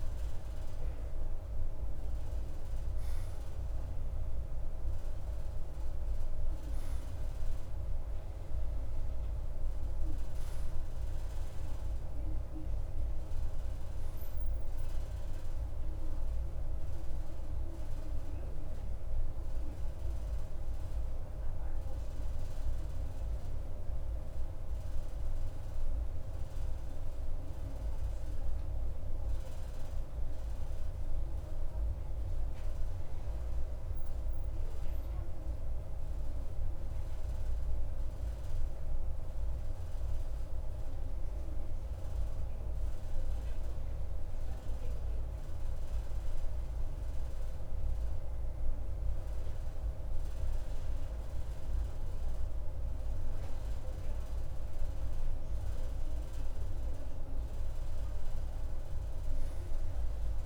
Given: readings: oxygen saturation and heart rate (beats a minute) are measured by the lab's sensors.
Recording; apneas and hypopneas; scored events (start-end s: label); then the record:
breathing in sleep, hard to hear, by a room microphone; 1
27.50-51.50 s: obstructive apnea (oxygen 94% before, 92% lowest, heart rate 54 before, 52 extreme, up 0 after)
54.00-57.50 s: arousal
From the record:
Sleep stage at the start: N2 (light sleep); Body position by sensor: on the right side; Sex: male